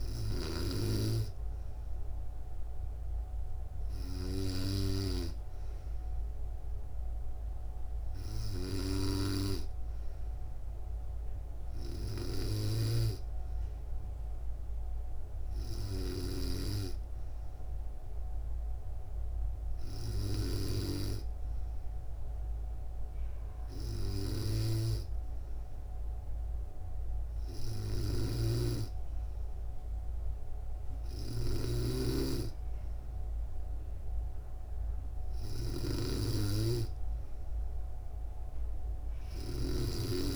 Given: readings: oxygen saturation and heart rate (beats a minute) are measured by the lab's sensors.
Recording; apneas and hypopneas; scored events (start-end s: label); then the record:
breathing in sleep by a room microphone; none
12.00-39.50 s: snoring (device-marked)
From the record:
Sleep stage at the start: N2 (light sleep); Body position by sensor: on the back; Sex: female